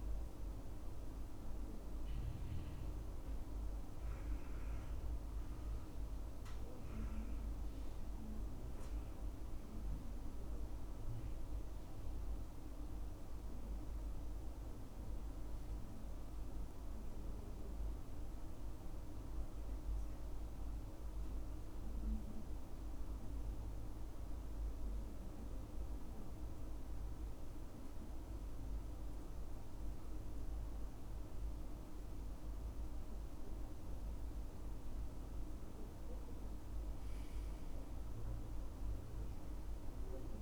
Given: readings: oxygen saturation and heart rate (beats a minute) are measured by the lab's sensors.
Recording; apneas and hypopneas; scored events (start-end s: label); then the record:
breathing in sleep, hard to hear, by a room microphone; 1
18.00-31.00 s: obstructive apnea (oxygen 97% before, 93% lowest, heart rate 67 before, 68 extreme, up 4 after)
37.00-40.42 s: arousal
From the record:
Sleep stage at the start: N2 (light sleep); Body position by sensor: on the right side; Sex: male